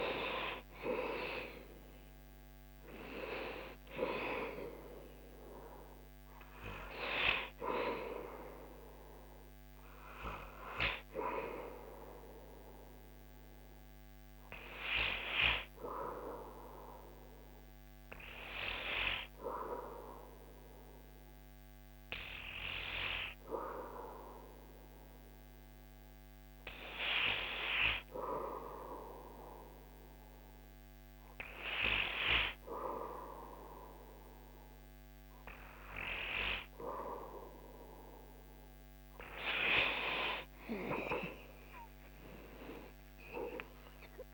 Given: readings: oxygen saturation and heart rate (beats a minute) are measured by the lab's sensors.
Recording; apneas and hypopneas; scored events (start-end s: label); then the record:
breathing in sleep by a microphone on the trachea; none
none scored
From the record:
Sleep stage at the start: N2 (light sleep); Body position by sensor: on the back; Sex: male